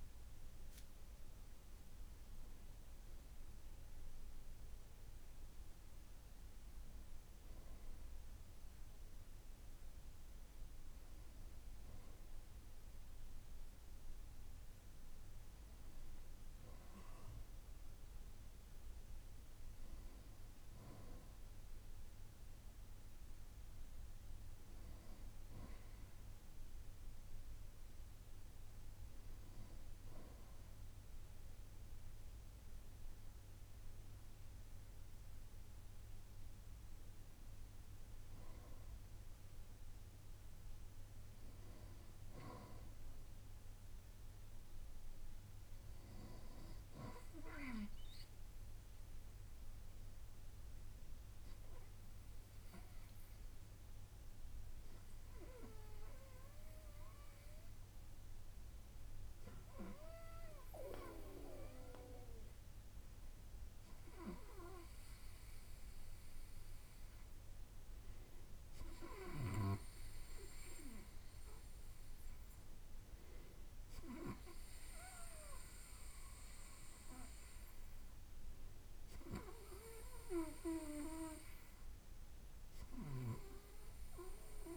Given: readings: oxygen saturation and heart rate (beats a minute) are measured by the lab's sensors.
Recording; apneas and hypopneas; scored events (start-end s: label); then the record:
breathing in sleep by a room microphone; none
none scored
From the record:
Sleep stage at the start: N2 (light sleep); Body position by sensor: on the right side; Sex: male